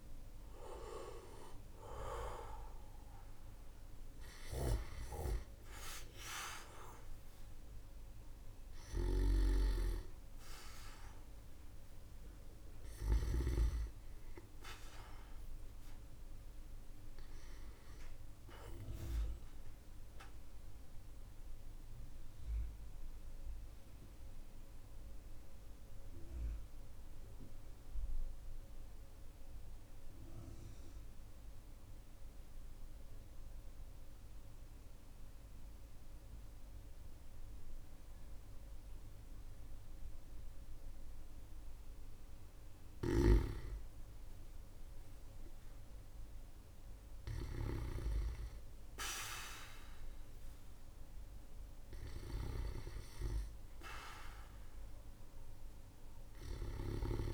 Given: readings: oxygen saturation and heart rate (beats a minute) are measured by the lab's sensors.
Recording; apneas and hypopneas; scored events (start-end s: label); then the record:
breathing in sleep by a room microphone; 1
0.00-29.00 s: oxygen desaturation (device-marked, oxygen 91% lowest, heart rate 47 extreme)
8.50-13.00 s: snoring (device-marked)
21.00-42.00 s: mixed apnea (oxygen 96% before, 93% lowest, heart rate 55 before, 46 extreme, up 17 after)
42.50-56.50 s: snoring (device-marked)
44.00-48.00 s: arousal
54.00-57.34 s: oxygen desaturation (device-marked, oxygen 98% before, 95% lowest, heart rate 58 before, 46 extreme)
From the record:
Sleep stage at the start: N2 (light sleep); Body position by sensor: on the back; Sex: male